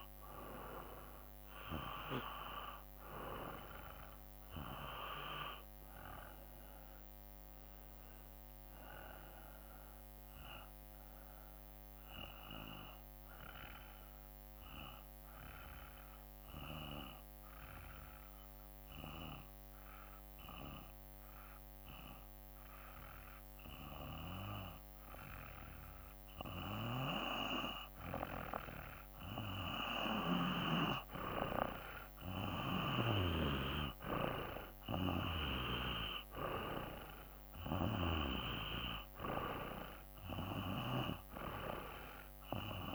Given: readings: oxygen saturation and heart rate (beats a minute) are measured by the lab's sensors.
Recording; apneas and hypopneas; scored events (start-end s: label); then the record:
breathing in sleep by a microphone on the trachea; 1
16.00-27.00 s: obstructive apnea (oxygen 94% before, 89% lowest, heart rate 56 before, 54 extreme, up 5 after)
30.00-34.00 s: arousal
32.50-38.50 s: snoring (device-marked)
33.50-42.95 s: oxygen desaturation (device-marked, oxygen 94% before, 89% lowest, heart rate 55 before, 54 extreme)
From the record:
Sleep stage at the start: N2 (light sleep); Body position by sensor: on the back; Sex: male